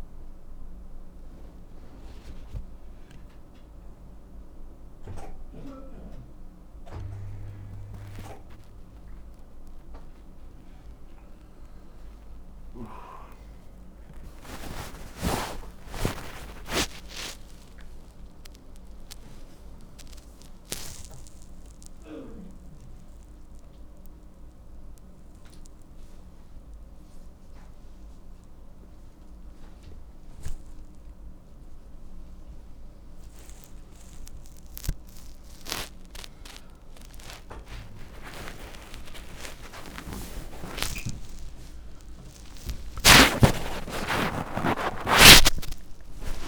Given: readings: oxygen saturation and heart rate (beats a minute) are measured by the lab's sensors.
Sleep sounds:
a person awake in a sleep study, by a room microphone; none
28.00-46.48 s: oxygen desaturation (device-marked, oxygen 94% before, 82% lowest)
From the record:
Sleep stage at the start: awake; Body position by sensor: upright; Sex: male

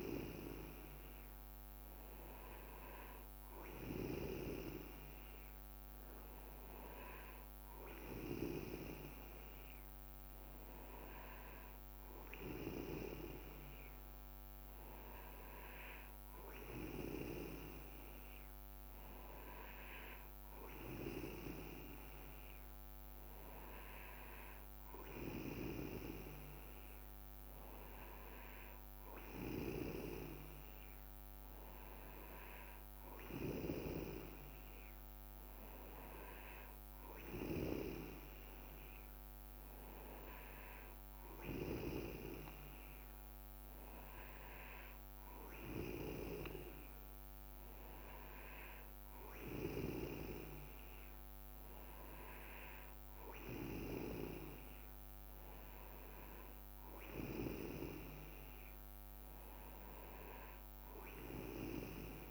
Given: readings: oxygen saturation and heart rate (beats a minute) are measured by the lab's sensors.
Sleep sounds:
breathing in sleep by a microphone on the trachea; none
none scored
From the record:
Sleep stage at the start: N2 (light sleep); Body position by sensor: on the back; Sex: male

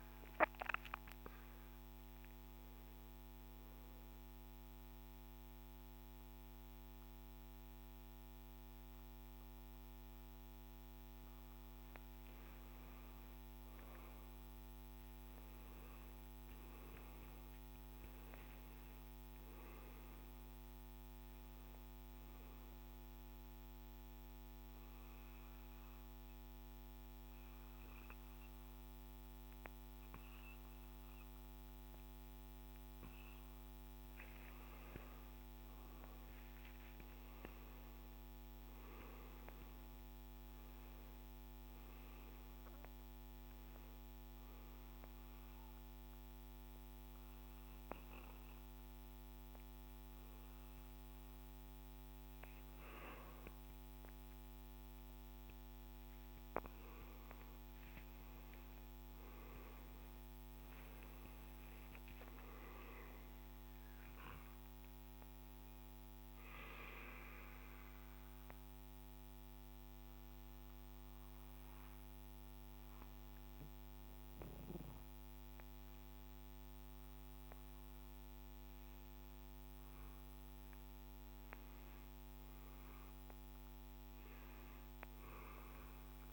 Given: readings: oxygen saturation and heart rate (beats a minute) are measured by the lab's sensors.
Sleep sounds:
breathing in sleep, hard to hear, by a microphone on the trachea; 3
3.50-8.50 s: oxygen desaturation (device-marked, oxygen 95% before, 92% lowest, heart rate 68 before, 49 extreme)
12.00-16.50 s: arousal
22.50-32.50 s: oxygen desaturation (device-marked, oxygen 97% before, 93% lowest, heart rate 68 before, 49 extreme)
23.00-33.50 s: obstructive apnea (oxygen 97% before, 91% lowest, heart rate 68 before, 49 extreme, up 22 after)
37.50-40.50 s: arousal
39.50-54.50 s: oxygen desaturation (device-marked, oxygen 97% before, 91% lowest, heart rate 58 before, 54 extreme)
44.00-54.50 s: hypopnea (oxygen 97% before, 91% lowest, heart rate 59 before, 54 extreme, up 22 after)
58.00-62.50 s: arousal
68.00-81.00 s: mixed apnea (oxygen 97% before, 92% lowest, heart rate 68 before, 57 extreme, up 3 after)
From the record:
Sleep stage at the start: N2 (light sleep); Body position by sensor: on the back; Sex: male

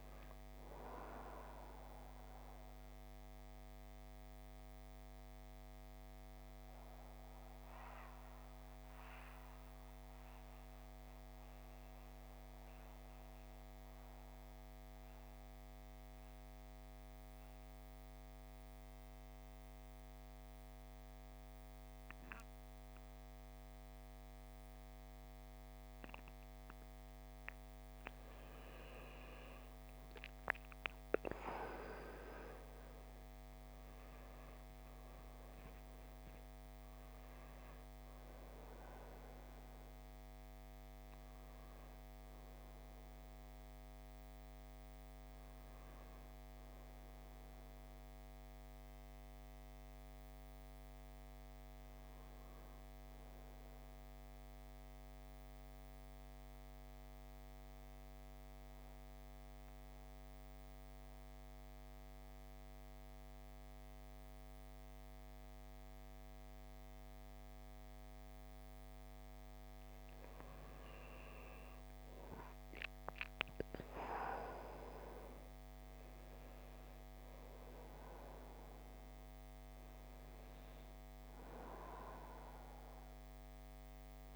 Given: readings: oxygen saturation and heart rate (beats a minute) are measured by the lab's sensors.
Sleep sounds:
breathing in sleep by a microphone on the trachea; 2
5.00-27.50 s: mixed apnea (oxygen 97% before, 85% lowest, heart rate 56 before, 50 extreme, up 16 after)
23.50-53.50 s: new sleep stage, REM sleep
28.50-56.50 s: oxygen desaturation (device-marked, oxygen 98% before, 85% lowest, heart rate 53 before, 52 extreme)
31.50-36.00 s: arousal
53.50-84.35 s: new sleep stage, N2 (light sleep)
54.50-68.50 s: central apnea (oxygen 97% before, 89% lowest, heart rate 62 before, 52 extreme, up 10 after)
71.00-75.50 s: arousal
77.50-84.35 s: oxygen desaturation (device-marked, oxygen 97% before, 89% lowest, heart rate 55 before, 51 extreme)
From the record:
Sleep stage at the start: N2 (light sleep); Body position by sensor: on the back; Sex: male

